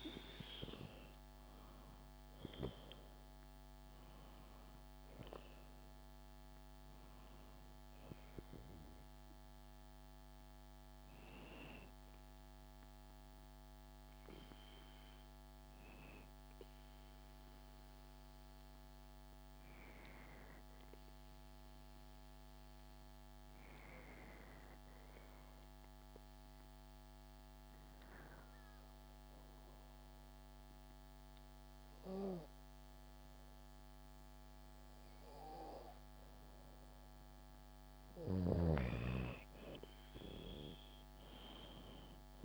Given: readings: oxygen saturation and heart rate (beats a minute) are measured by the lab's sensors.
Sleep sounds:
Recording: breathing in sleep by a microphone on the trachea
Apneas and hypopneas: 1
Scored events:
0.00-13.50 s: oxygen desaturation (device-marked, oxygen 92% lowest, heart rate 63 extreme)
12.00-36.50 s: obstructive apnea (oxygen 96% before, 92% lowest, heart rate 72 before, 65 extreme, up 7 after)
31.50-42.45 s: oxygen desaturation (device-marked, oxygen 95% before, 92% lowest, heart rate 67 before, 67 extreme)
40.00-42.45 s: arousal
From the record:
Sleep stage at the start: N2 (light sleep)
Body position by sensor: on the back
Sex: female

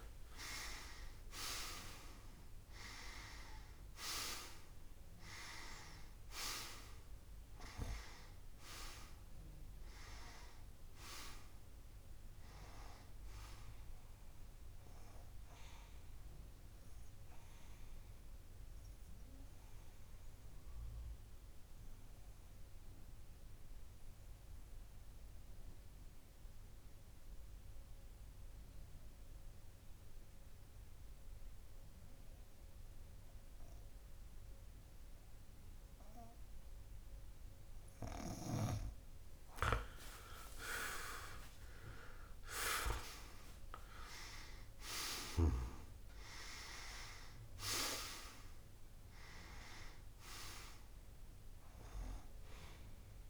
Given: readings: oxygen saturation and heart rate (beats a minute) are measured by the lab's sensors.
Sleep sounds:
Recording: breathing in sleep by a room microphone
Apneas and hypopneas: 1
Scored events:
0.00-14.00 s: oxygen desaturation (device-marked, oxygen 91% lowest)
19.00-38.50 s: obstructive apnea (oxygen 98% before, 91% lowest)
22.00-33.00 s: oxygen desaturation (device-marked, oxygen 94% before, 91% lowest)
40.50-44.00 s: arousal
From the record:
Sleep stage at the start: N2 (light sleep)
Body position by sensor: on the back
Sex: male

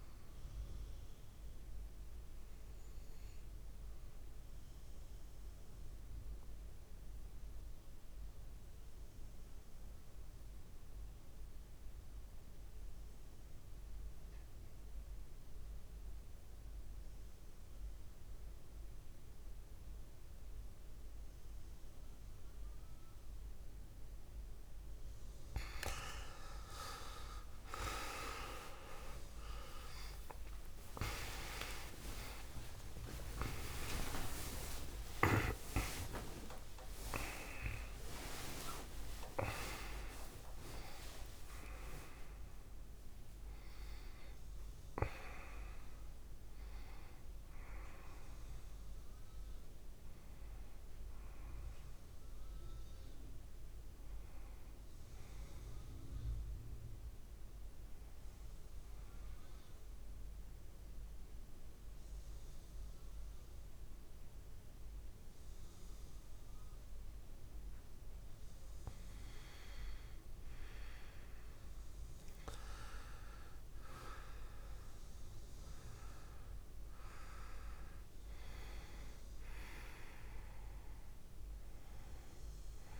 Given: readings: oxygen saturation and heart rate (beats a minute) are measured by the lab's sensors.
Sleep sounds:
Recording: breathing in sleep by a room microphone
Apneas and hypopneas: 2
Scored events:
0.00-5.00 s: oxygen desaturation (device-marked, oxygen 91% lowest, heart rate 55 extreme)
1.00-24.00 s: obstructive apnea (oxygen 98% before, 91% lowest, heart rate 60 before, 59 extreme, up 30 after)
29.00-41.00 s: tachycardia (device-marked, heart rate 61 before, 184 extreme)
30.00-35.00 s: arousal
53.00-56.50 s: arousal
58.50-69.00 s: mixed apnea (oxygen 100% before, 93% lowest, heart rate 90 before, 56 extreme, up 7 after)
73.00-77.50 s: arousal
73.00-83.00 s: oxygen desaturation (device-marked, oxygen 100% before, 93% lowest, heart rate 60 before, 56 extreme)
From the record:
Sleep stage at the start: N2 (light sleep)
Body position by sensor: on the back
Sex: male

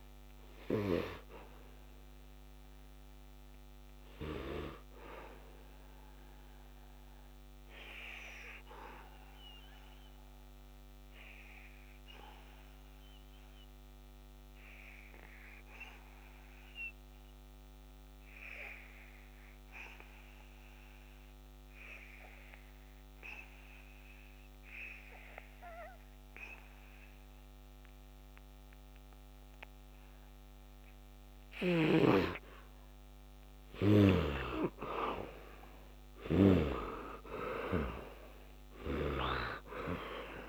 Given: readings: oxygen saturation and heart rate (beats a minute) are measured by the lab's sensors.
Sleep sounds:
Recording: breathing in sleep by a microphone on the trachea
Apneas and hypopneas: 1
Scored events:
0.00-18.50 s: oxygen desaturation (device-marked, oxygen 72% lowest, heart rate 65 extreme)
2.50-32.00 s: obstructive apnea (oxygen 98% before, 72% lowest, heart rate 82 before, 65 extreme, up 14 after)
29.50-40.49 s: oxygen desaturation (device-marked, oxygen 100% before, 72% lowest, heart rate 69 before, 67 extreme)
31.00-36.00 s: snoring (device-marked)
34.00-37.00 s: arousal
From the record:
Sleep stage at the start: N2 (light sleep)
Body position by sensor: on the back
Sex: male

